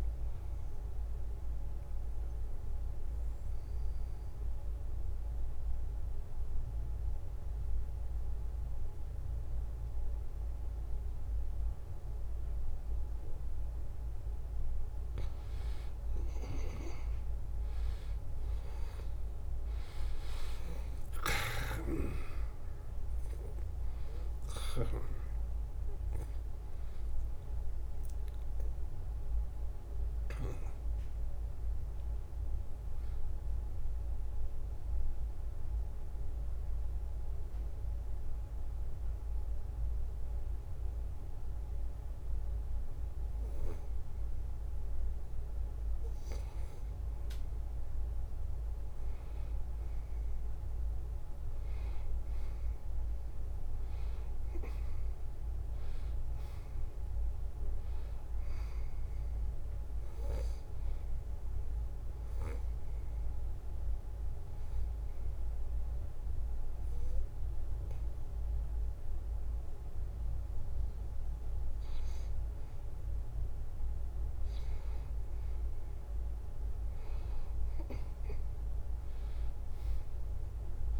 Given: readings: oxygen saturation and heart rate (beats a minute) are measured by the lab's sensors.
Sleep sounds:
breathing in sleep, hard to hear, by a room microphone; 3
0.00-2.50 s: oxygen desaturation (device-marked, oxygen 90% lowest, heart rate 71 extreme)
1.50-15.00 s: obstructive apnea (oxygen 95% before, 88% lowest, heart rate 76 before, 71 extreme, up 3 after)
18.50-53.50 s: oxygen desaturation (device-marked, oxygen 95% before, 88% lowest, heart rate 73 before, 73 extreme)
22.50-26.50 s: arousal
24.50-41.50 s: drop in pulse transit time (device-marked, heart rate 72 before, 75 extreme)
37.50-48.50 s: hypopnea (oxygen 95% before, 88% lowest, heart rate 77 before, 73 extreme, up 0 after)
53.50-58.00 s: arousal
59.50-77.50 s: oxygen desaturation (device-marked, oxygen 96% before, 92% lowest, heart rate 74 before, 73 extreme)
63.00-73.00 s: obstructive apnea (oxygen 96% before, 90% lowest, heart rate 74 before, 73 extreme, up 2 after)
78.50-81.00 s: arousal
From the record:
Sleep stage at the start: N2 (light sleep); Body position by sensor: on the back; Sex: male

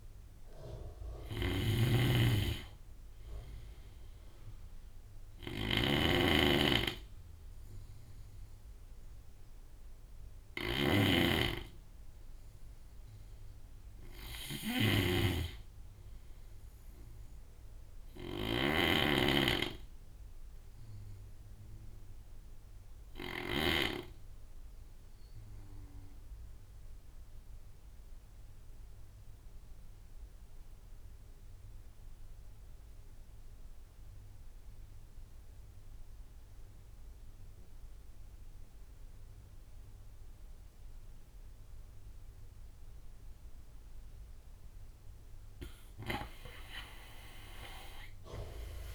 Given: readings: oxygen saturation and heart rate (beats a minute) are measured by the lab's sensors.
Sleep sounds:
breathing in sleep by a room microphone; 1
0.00-13.50 s: oxygen desaturation (device-marked, oxygen 89% lowest)
0.00-23.00 s: snoring (device-marked)
16.00-19.00 s: arousal
21.50-29.50 s: oxygen desaturation (device-marked, oxygen 97% before, 94% lowest)
23.50-43.00 s: obstructive apnea (oxygen 97% before, 83% lowest)
31.50-48.95 s: oxygen desaturation (device-marked, oxygen 96% before, 83% lowest)
46.00-48.95 s: arousal
From the record:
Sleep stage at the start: N2 (light sleep); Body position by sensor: on the right side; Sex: male

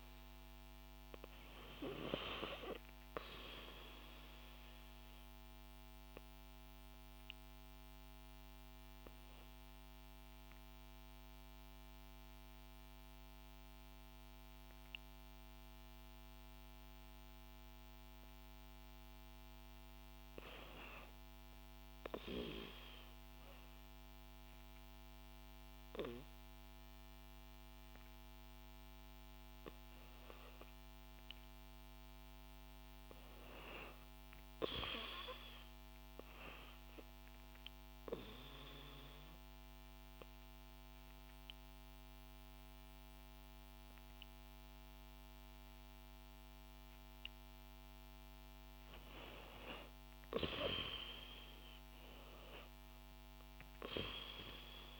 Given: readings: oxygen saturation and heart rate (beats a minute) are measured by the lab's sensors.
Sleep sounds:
breathing in sleep by a microphone on the trachea; 2
0.00-5.00 s: oxygen desaturation (device-marked, oxygen 91% lowest, heart rate 62 extreme)
3.50-18.50 s: obstructive apnea (oxygen 96% before, 82% lowest, heart rate 64 before, 65 extreme, up 2 after)
20.00-25.00 s: arousal
21.00-49.00 s: oxygen desaturation (device-marked, oxygen 93% before, 86% lowest, heart rate 66 before, 68 extreme)
37.00-48.00 s: obstructive apnea (oxygen 93% before, 82% lowest, heart rate 68 before, 71 extreme, up 4 after)
49.50-53.50 s: arousal
51.00-55.00 s: oxygen desaturation (device-marked, oxygen 88% before, 82% lowest, heart rate 71 before, 70 extreme)
From the record:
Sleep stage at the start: REM sleep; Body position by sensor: on the back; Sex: female

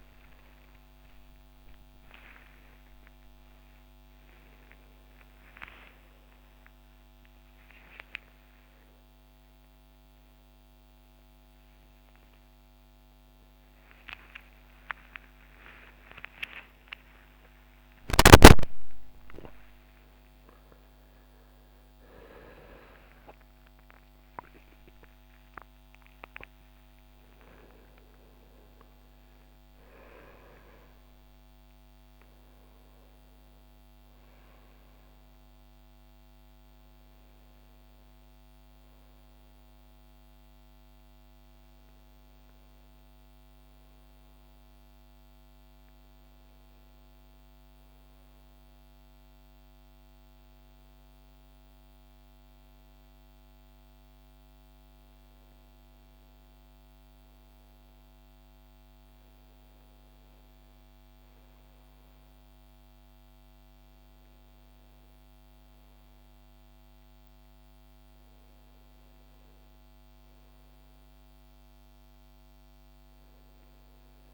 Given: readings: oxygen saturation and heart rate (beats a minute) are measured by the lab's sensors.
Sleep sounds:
a person awake in a sleep study, by a microphone on the trachea; none
60.00-74.34 s: oxygen desaturation (device-marked, oxygen 97% before, 93% lowest, heart rate 67 before, 63 extreme)
64.00-74.34 s: new sleep stage, N1 (lightest sleep)
From the record:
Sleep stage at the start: awake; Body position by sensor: on the back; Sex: male

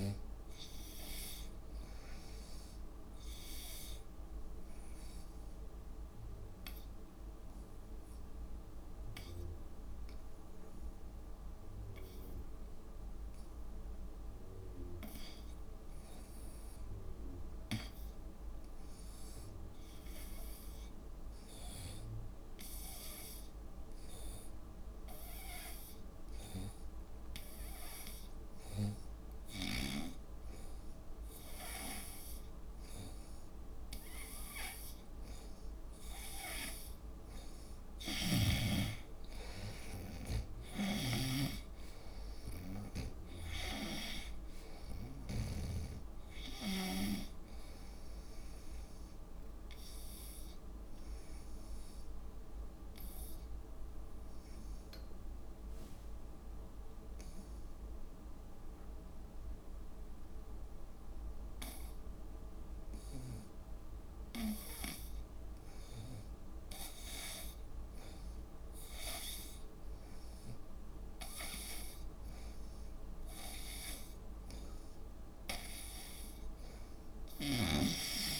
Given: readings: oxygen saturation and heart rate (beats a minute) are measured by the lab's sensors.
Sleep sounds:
breathing in sleep by a room microphone; 3
0.00-12.50 s: oxygen desaturation (device-marked, oxygen 87% lowest, heart rate 70 extreme)
3.00-14.00 s: obstructive apnea (oxygen 98% before, 87% lowest, heart rate 74 before, 70 extreme, up 5 after)
16.00-20.00 s: arousal
23.50-37.00 s: hypopnea (oxygen 97% before, 88% lowest, heart rate 73 before, 69 extreme, up 3 after)
24.50-56.50 s: oxygen desaturation (device-marked, oxygen 97% before, 89% lowest, heart rate 72 before, 69 extreme)
38.00-45.50 s: snoring (device-marked)
39.00-44.00 s: arousal
50.50-64.50 s: obstructive apnea (oxygen 96% before, 88% lowest, heart rate 74 before, 70 extreme, up 3 after)
57.50-59.50 s: long interval between heartbeats (device-marked, heart rate 73 before, 79 extreme)
73.50-78.40 s: oxygen desaturation (device-marked, oxygen 96% before, 88% lowest, heart rate 73 before, 70 extreme)
From the record:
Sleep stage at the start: N2 (light sleep); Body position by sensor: on the right side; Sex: female

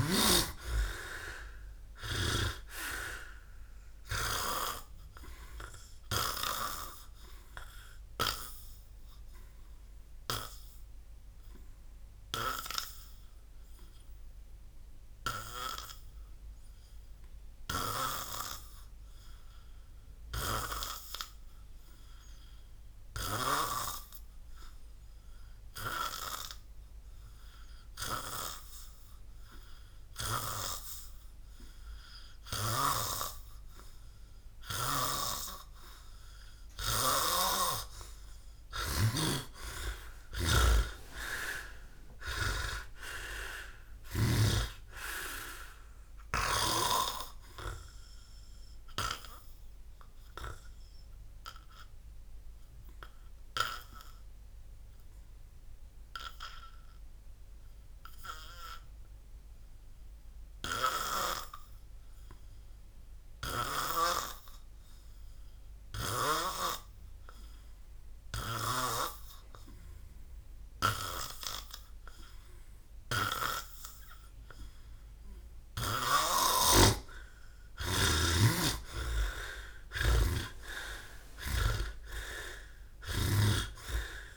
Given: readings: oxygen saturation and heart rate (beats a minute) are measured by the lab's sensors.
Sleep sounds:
breathing in sleep by a room microphone; 2
0.00-2.50 s: oxygen desaturation (device-marked, oxygen 90% lowest, heart rate 56 extreme)
0.50-5.00 s: arousal
23.50-37.00 s: hypopnea (oxygen 97% before, 87% lowest, heart rate 62 before, 54 extreme, up 52 after)
34.50-44.00 s: snoring (device-marked)
38.50-42.50 s: arousal
49.50-72.50 s: hypopnea (oxygen 98% before, 87% lowest, heart rate 73 before, 54 extreme, up 29 after)
51.50-58.50 s: oxygen desaturation (device-marked, oxygen 98% before, 92% lowest, heart rate 74 before, 54 extreme)
76.00-83.00 s: snoring (device-marked)
78.50-83.00 s: arousal
78.50-84.37 s: oxygen desaturation (device-marked, oxygen 98% before, 87% lowest, heart rate 58 before, 56 extreme)
From the record:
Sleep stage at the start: N2 (light sleep); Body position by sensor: on the back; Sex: male

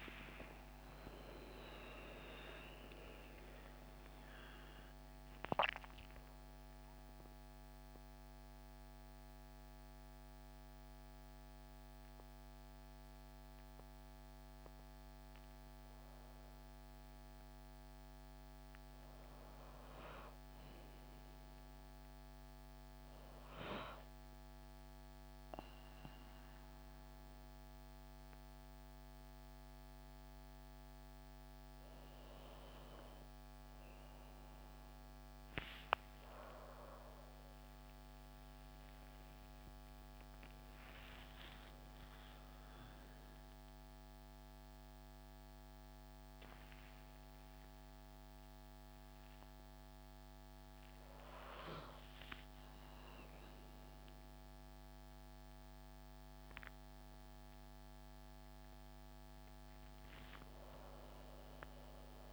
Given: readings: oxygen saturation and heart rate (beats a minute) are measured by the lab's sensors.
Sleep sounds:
a person awake in a sleep study, by a microphone on the trachea; none
24.50-32.50 s: oxygen desaturation (device-marked, oxygen 98% before, 94% lowest, heart rate 77 before, 68 extreme)
From the record:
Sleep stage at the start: awake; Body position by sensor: on the back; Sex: female

